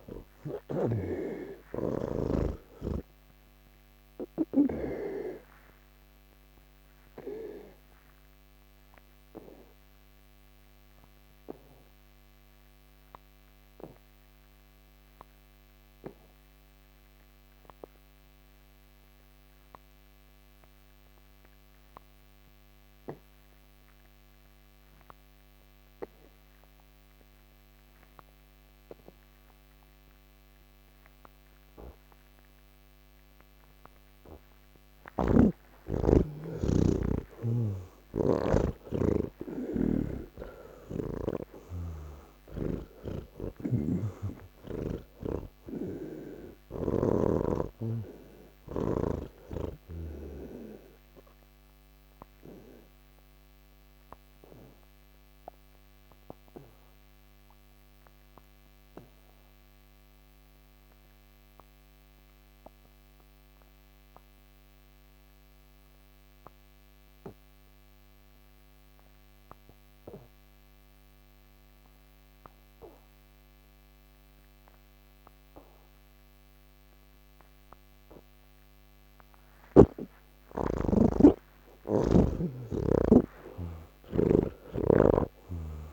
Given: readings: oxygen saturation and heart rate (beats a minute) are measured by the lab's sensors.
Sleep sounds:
breathing in sleep by a microphone on the trachea; 2
0.00-2.00 s: snoring (device-marked)
0.00-22.50 s: oxygen desaturation (device-marked, oxygen 80% lowest)
4.00-35.00 s: obstructive apnea (oxygen 99% before, 79% lowest)
27.50-65.50 s: oxygen desaturation (device-marked, oxygen 98% before, 79% lowest, heart rate 85 before, 131 extreme)
37.50-41.50 s: snoring (device-marked)
43.50-47.50 s: snoring (device-marked)
48.50-80.50 s: obstructive apnea (oxygen 98% before, 79% lowest, heart rate 184 before, 142 extreme, up 46 after)
72.50-85.93 s: oxygen desaturation (device-marked, oxygen 98% before, 79% lowest, heart rate 184 before, 145 extreme)
From the record:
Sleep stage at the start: N3 (deep sleep); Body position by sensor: on the back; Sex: male

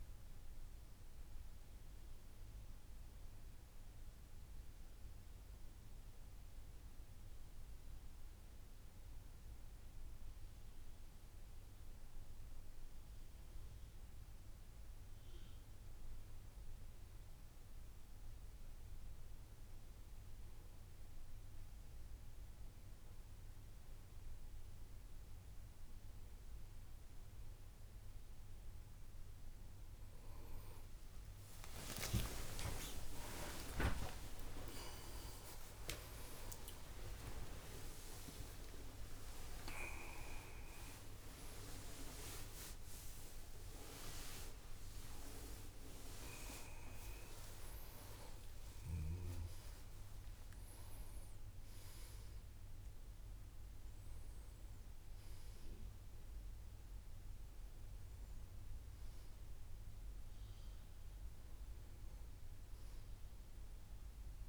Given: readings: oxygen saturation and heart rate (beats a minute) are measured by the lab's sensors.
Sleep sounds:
a person partly awake in a sleep study, by a room microphone; none
38.00-64.48 s: new sleep stage, awake
From the record:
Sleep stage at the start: N1 (lightest sleep); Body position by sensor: on the back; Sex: male

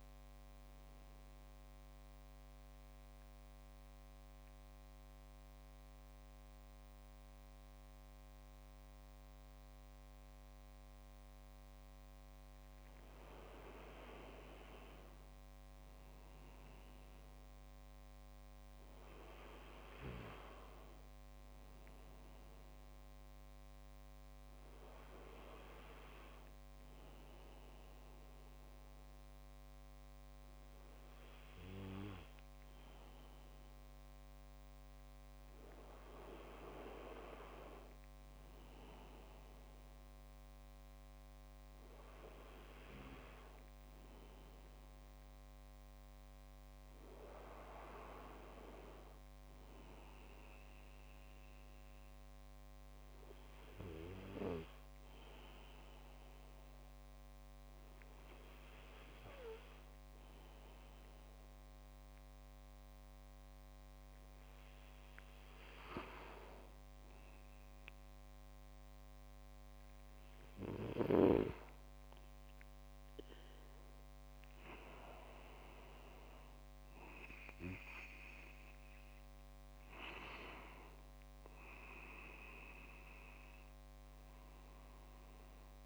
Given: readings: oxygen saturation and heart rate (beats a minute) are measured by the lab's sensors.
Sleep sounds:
breathing in sleep by a microphone on the trachea; 2
1.50-14.00 s: central apnea (oxygen 97% before, 95% lowest)
16.50-21.00 s: arousal
52.00-65.00 s: obstructive apnea (oxygen 97% before, 93% lowest)
67.50-71.00 s: arousal
80.50-85.86 s: oxygen desaturation (device-marked, oxygen 96% before, 93% lowest)
From the record:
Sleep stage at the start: N2 (light sleep); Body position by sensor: on the back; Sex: male

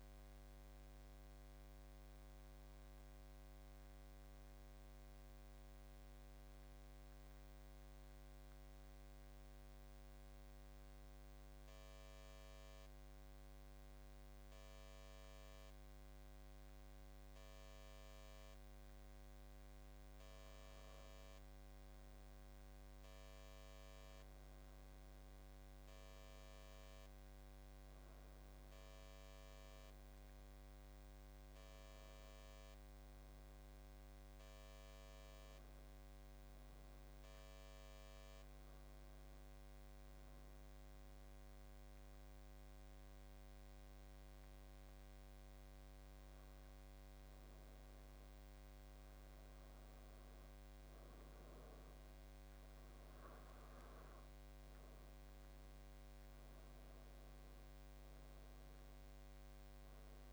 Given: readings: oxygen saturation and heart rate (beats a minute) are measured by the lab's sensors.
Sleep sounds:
breathing in sleep, hard to hear, by a microphone on the trachea; 2
0.00-1.00 s: arousal
10.00-20.00 s: central apnea (oxygen 96% before, 91% lowest, heart rate 85 before, 80 extreme, up 7 after)
24.50-28.00 s: arousal
25.00-39.00 s: oxygen desaturation (device-marked, oxygen 95% before, 91% lowest, heart rate 83 before, 84 extreme)
39.00-50.00 s: obstructive apnea (oxygen 95% before, 91% lowest, heart rate 85 before, 84 extreme, up 4 after)
57.50-60.32 s: arousal
From the record:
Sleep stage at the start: N2 (light sleep); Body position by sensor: on the back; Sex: male

